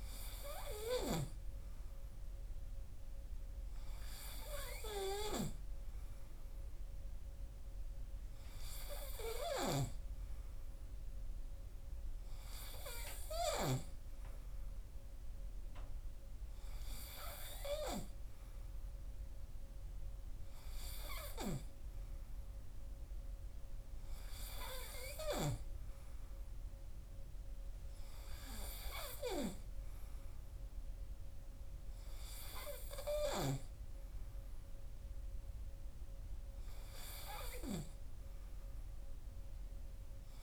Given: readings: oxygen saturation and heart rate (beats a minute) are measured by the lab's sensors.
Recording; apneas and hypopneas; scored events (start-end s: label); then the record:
breathing in sleep by a room microphone; none
none scored
From the record:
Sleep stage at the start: N3 (deep sleep); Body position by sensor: on the right side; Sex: male